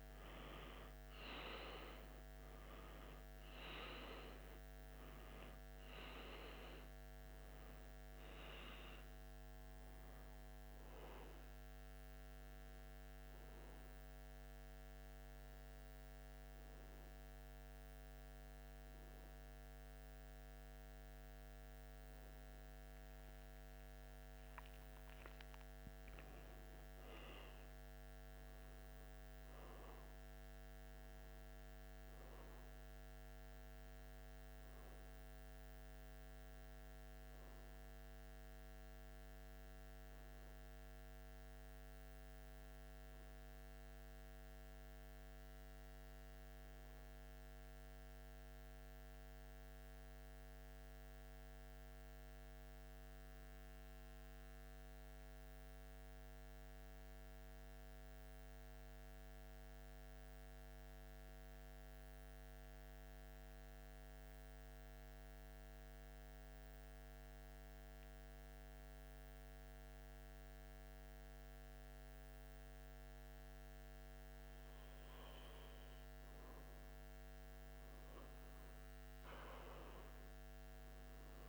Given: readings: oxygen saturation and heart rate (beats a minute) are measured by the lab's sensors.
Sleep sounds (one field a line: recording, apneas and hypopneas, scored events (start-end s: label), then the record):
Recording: breathing in sleep, hard to hear, by a microphone on the trachea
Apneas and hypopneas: 2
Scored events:
13.50-24.50 s: hypopnea (oxygen 96% before, 89% lowest, heart rate 80 before, 78 extreme, up 2 after)
25.50-29.00 s: arousal
26.00-61.00 s: oxygen desaturation (device-marked, oxygen 96% before, 89% lowest, heart rate 81 before, 78 extreme)
46.50-75.00 s: central apnea (oxygen 96% before, 88% lowest, heart rate 80 before, 78 extreme, up 0 after)
77.50-81.48 s: arousal
From the record:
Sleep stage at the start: N1 (lightest sleep)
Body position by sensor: on the back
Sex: male